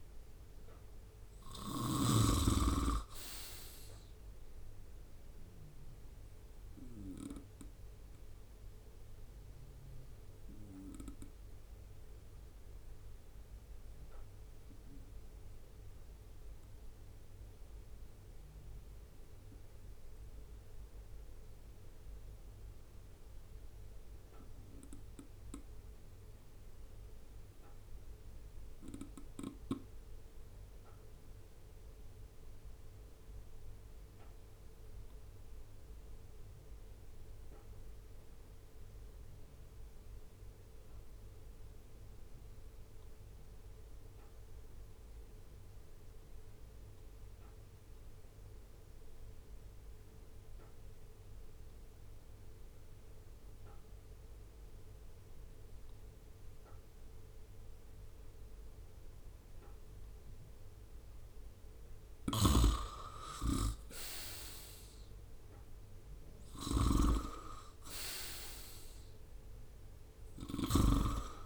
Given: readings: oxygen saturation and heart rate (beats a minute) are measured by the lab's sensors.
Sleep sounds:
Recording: breathing in sleep by a room microphone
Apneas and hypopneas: 1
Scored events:
0.00-1.50 s: snoring (device-marked)
3.50-21.50 s: oxygen desaturation (device-marked, oxygen 98% before, 94% lowest, heart rate 71 before, 65 extreme)
6.50-60.50 s: obstructive apnea (oxygen 99% before, 85% lowest, heart rate 71 before, 66 extreme, up 8 after)
59.50-71.46 s: oxygen desaturation (device-marked, oxygen 98% before, 93% lowest, heart rate 70 before, 68 extreme)
61.50-71.46 s: snoring (device-marked)
63.00-66.50 s: arousal
From the record:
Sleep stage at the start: REM sleep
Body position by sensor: on the right side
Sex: male

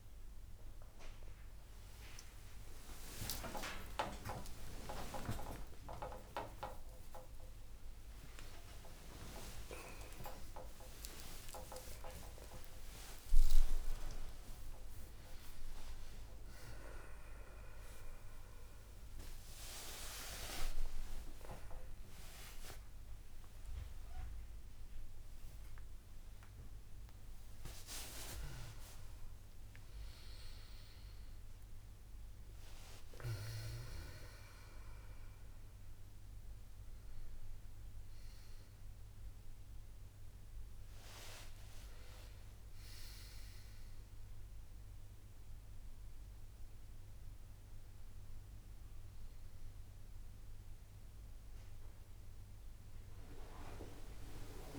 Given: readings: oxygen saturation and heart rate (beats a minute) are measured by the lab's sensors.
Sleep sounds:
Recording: a person awake in a sleep study, by a room microphone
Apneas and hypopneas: none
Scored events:
none scored
From the record:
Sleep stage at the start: awake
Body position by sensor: on the back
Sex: male

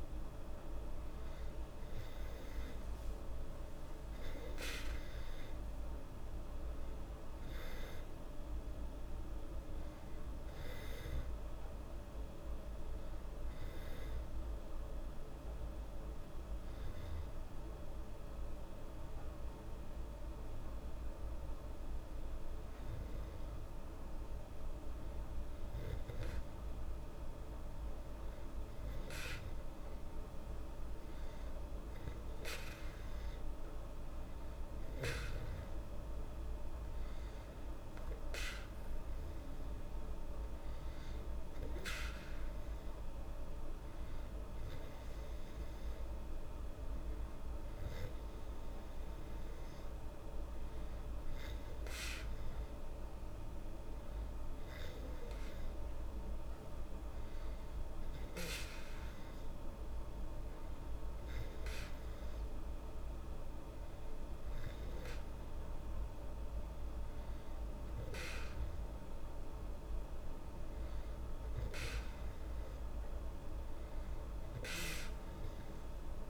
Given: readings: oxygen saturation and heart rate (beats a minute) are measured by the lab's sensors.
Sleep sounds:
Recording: breathing in sleep, hard to hear, by a room microphone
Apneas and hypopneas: none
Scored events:
2.00-6.00 s: arousal
From the record:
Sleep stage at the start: N2 (light sleep)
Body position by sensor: on the back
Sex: female

